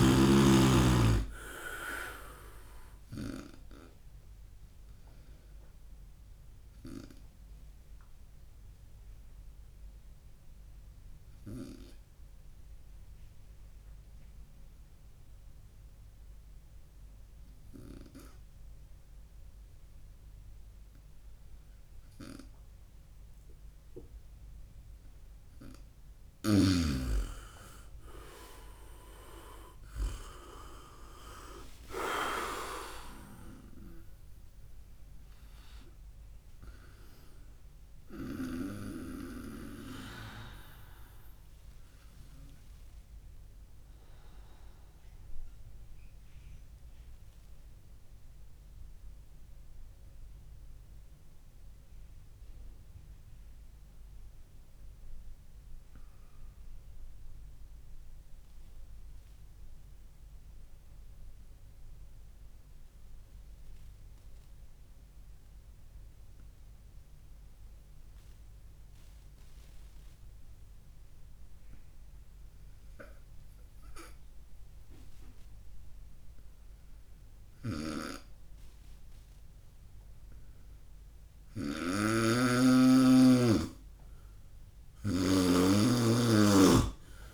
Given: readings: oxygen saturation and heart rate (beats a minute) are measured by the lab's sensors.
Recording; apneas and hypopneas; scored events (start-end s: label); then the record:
breathing in sleep by a room microphone; 2
5.50-24.50 s: obstructive apnea (oxygen 99% before, 94% lowest, heart rate 68 before, 56 extreme, up 27 after)
21.00-30.00 s: oxygen desaturation (device-marked, oxygen 97% before, 94% lowest, heart rate 66 before, 56 extreme)
26.50-30.50 s: snoring (device-marked)
30.00-34.00 s: arousal
44.00-80.00 s: obstructive apnea (oxygen 99% before, 94% lowest, heart rate 74 before, 59 extreme, up 8 after)
77.50-87.33 s: snoring (device-marked)
83.00-87.33 s: arousal
From the record:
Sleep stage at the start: N2 (light sleep); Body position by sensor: on the right side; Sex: male